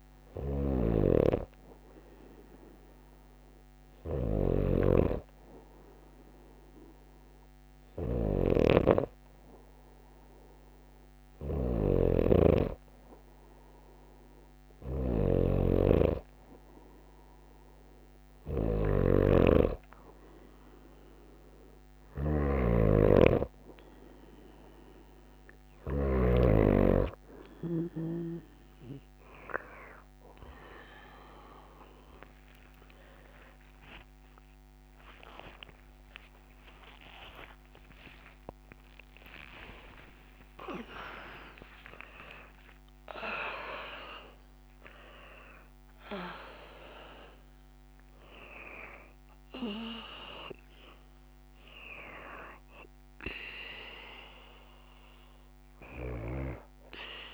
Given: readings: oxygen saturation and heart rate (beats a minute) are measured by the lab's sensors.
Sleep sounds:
breathing in sleep by a microphone on the trachea; none
29.50-42.50 s: tachycardia (device-marked, heart rate 64 before, 188 extreme)
32.00-38.00 s: arousal
From the record:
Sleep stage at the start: N2 (light sleep); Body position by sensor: on the right side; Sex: female

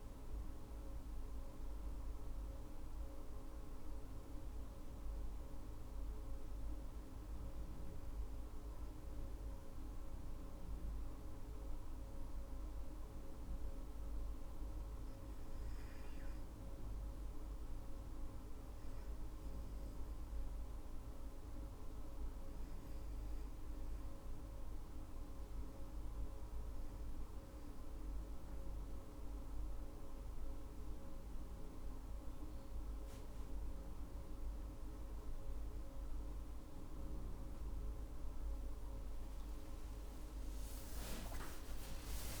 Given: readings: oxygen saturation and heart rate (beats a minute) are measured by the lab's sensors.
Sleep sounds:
breathing in sleep, hard to hear, by a room microphone; 1
0.00-1.50 s: arousal
20.50-34.00 s: obstructive apnea (oxygen 99% before, 94% lowest, heart rate 63 before, 56 extreme)
37.50-42.40 s: new sleep stage, awake
40.50-42.40 s: oxygen desaturation (device-marked, oxygen 98% before, 94% lowest, heart rate 64 before, 76 extreme)
From the record:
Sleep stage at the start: N2 (light sleep); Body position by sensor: on the back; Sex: female

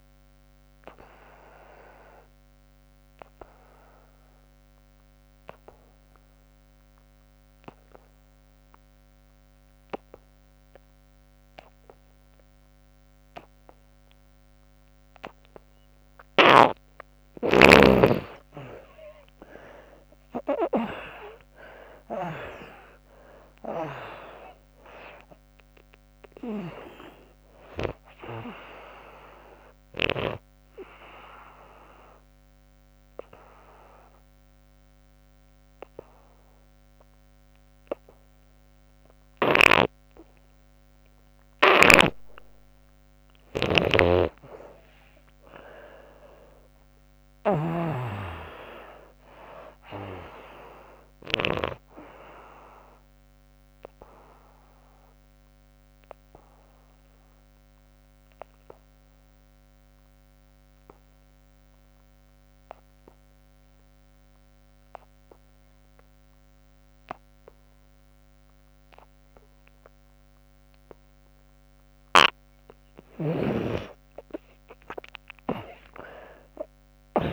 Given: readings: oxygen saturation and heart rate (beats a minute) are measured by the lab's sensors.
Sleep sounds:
breathing in sleep by a microphone on the trachea; 3
0.00-11.00 s: oxygen desaturation (device-marked, oxygen 76% lowest, heart rate 63 extreme)
1.00-16.00 s: obstructive apnea (oxygen 98% before, 76% lowest, heart rate 81 before, 63 extreme, up 26 after)
17.00-22.00 s: arousal
20.00-39.00 s: oxygen desaturation (device-marked, oxygen 98% before, 78% lowest, heart rate 69 before, 64 extreme)
30.00-43.00 s: obstructive apnea (oxygen 98% before, 77% lowest, heart rate 83 before, 64 extreme, up 21 after)
39.00-47.50 s: snoring (device-marked)
44.00-69.00 s: oxygen desaturation (device-marked, oxygen 98% before, 83% lowest, heart rate 91 before, 63 extreme)
45.50-49.50 s: arousal
53.00-70.50 s: obstructive apnea (oxygen 98% before, 77% lowest, heart rate 81 before, 63 extreme, up 26 after)
72.50-75.50 s: arousal
72.50-77.33 s: snoring (device-marked)
From the record:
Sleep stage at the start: N2 (light sleep); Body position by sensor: on the back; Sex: female

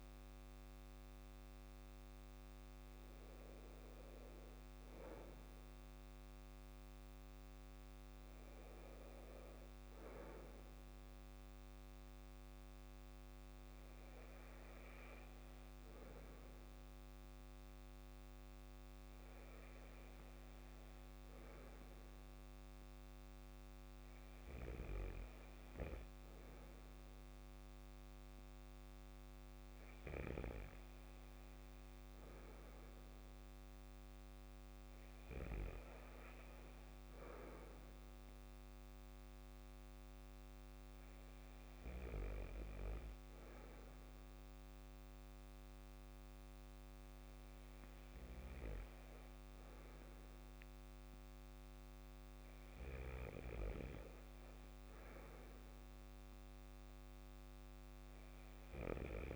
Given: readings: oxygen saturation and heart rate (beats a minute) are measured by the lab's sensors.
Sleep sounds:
breathing in sleep by a microphone on the trachea; 1
40.50-55.00 s: hypopnea (oxygen 97% before, 95% lowest, heart rate 55 before, 53 extreme, up 5 after)
From the record:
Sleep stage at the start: N2 (light sleep); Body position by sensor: on the back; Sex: male

